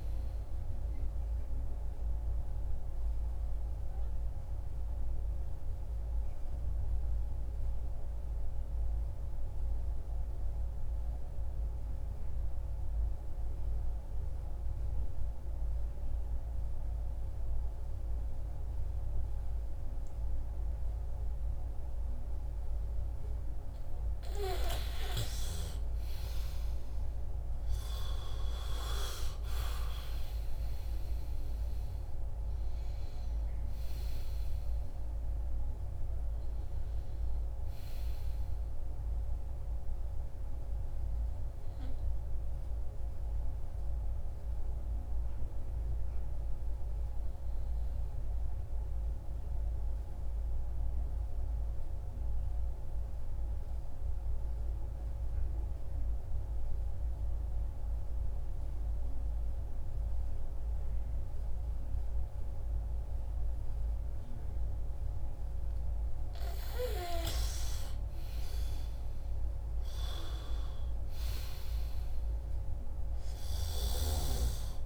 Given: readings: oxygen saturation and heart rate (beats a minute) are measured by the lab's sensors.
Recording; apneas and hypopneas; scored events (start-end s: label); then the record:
breathing in sleep by a room microphone; 2
0.00-14.50 s: oxygen desaturation (device-marked, oxygen 93% lowest, heart rate 62 extreme)
2.00-22.00 s: obstructive apnea (oxygen 98% before, 92% lowest, heart rate 62 before, 62 extreme, up 5 after)
25.00-28.50 s: arousal
38.50-55.50 s: oxygen desaturation (device-marked, oxygen 97% before, 92% lowest, heart rate 68 before, 59 extreme)
38.50-66.00 s: obstructive apnea (oxygen 98% before, 90% lowest, heart rate 68 before, 59 extreme, up 13 after)
68.00-72.00 s: arousal
70.50-74.86 s: oxygen desaturation (device-marked, oxygen 98% before, 90% lowest, heart rate 65 before, 58 extreme)
73.00-74.86 s: snoring (device-marked)
From the record:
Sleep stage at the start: N2 (light sleep); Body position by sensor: on the back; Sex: male